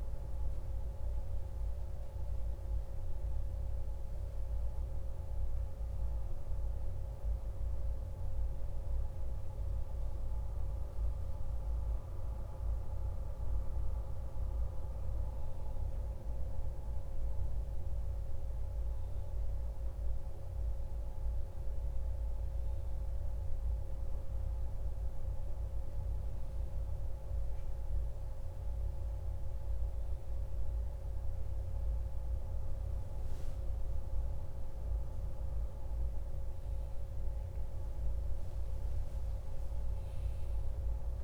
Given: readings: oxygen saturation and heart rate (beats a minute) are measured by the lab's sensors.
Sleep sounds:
breathing in sleep, hard to hear, by a room microphone; none
none scored
From the record:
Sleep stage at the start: N1 (lightest sleep); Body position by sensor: on the back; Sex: male

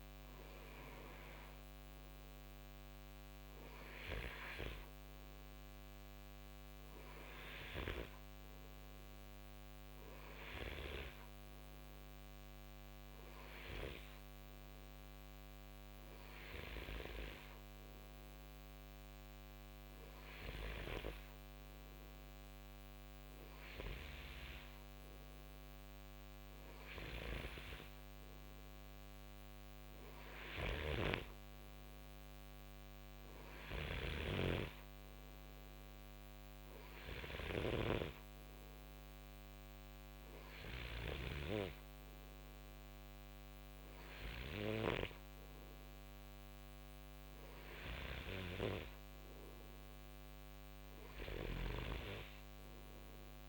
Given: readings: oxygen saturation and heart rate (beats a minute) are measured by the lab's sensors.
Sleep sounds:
breathing in sleep by a microphone on the trachea; none
1.50-53.49 s: new sleep stage, N2 (light sleep)
33.50-41.00 s: snoring (device-marked)
From the record:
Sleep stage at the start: N1 (lightest sleep); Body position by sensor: on the right side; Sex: male

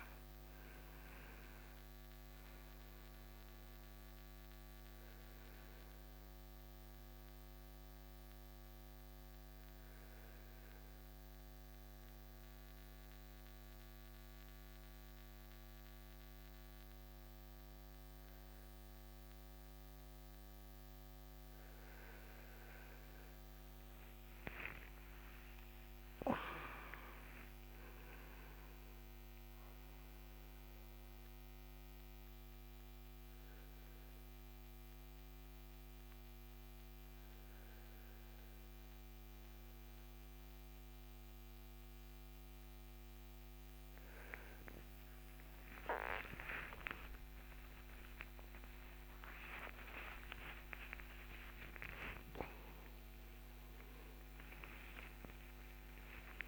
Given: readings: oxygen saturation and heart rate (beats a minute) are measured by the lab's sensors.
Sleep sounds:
breathing in sleep by a microphone on the trachea; 1
0.00-4.00 s: arousal
10.00-22.00 s: hypopnea (oxygen 96% before, 93% lowest)
25.00-28.00 s: arousal
25.00-55.00 s: new sleep stage, N1 (lightest sleep)
55.00-56.48 s: new sleep stage, awake
From the record:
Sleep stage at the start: N2 (light sleep); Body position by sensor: on the back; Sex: male

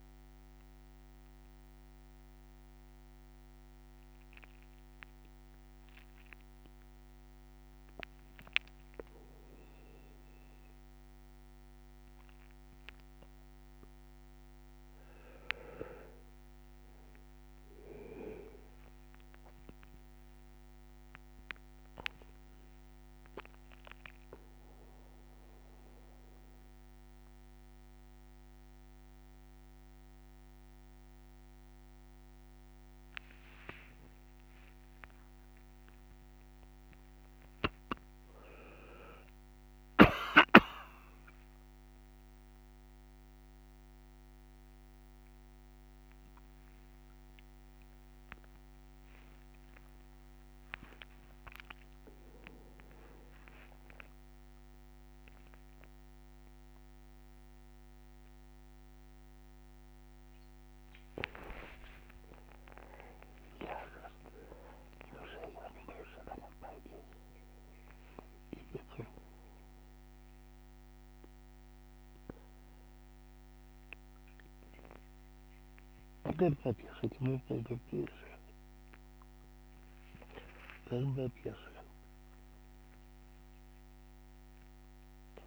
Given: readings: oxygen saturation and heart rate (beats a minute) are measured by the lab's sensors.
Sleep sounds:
a person awake in a sleep study, by a microphone on the trachea; none
16.50-21.50 s: tachycardia (device-marked, heart rate 66 before, 116 extreme)
18.00-20.00 s: long interval between heartbeats (device-marked, heart rate 71 before, 76 extreme)
20.00-22.00 s: long interval between heartbeats (device-marked, heart rate 70 before, 112 extreme)
32.50-52.50 s: tachycardia (device-marked, heart rate 67 before, 165 extreme)
36.50-38.50 s: long interval between heartbeats (device-marked, heart rate 87 before, 118 extreme)
39.50-41.50 s: long interval between heartbeats (device-marked, heart rate 95 before, 159 extreme)
41.50-43.50 s: long interval between heartbeats (device-marked, heart rate 99 before, 154 extreme)
45.00-47.00 s: long interval between heartbeats (device-marked, heart rate 106 before, 152 extreme)
48.50-50.50 s: long interval between heartbeats (device-marked, heart rate 119 before, 116 extreme)
51.00-53.00 s: long interval between heartbeats (device-marked, heart rate 124 before, 129 extreme)
64.50-66.50 s: long interval between heartbeats (device-marked, heart rate 104 before, 85 extreme)
77.00-79.00 s: long interval between heartbeats (device-marked, heart rate 76 before, 80 extreme)
77.00-81.50 s: snoring (device-marked)
From the record:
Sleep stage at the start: awake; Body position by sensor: on the back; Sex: male

